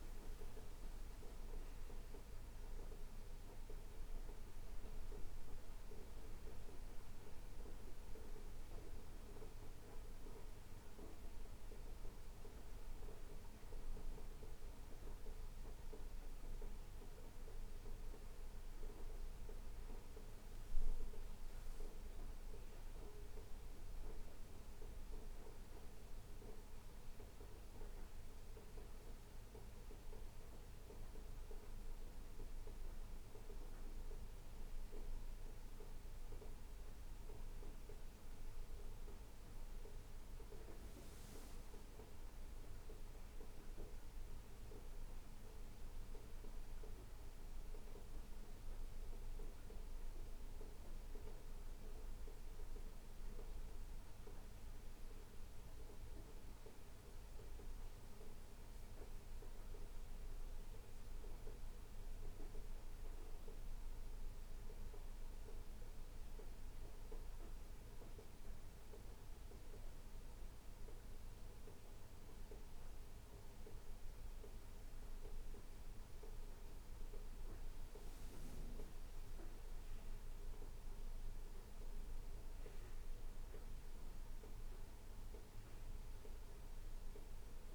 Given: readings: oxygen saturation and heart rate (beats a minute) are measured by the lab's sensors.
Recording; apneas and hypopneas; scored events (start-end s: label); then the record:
breathing in sleep, hard to hear, by a room microphone; none
none scored
From the record:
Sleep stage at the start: N1 (lightest sleep); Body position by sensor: on the right side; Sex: male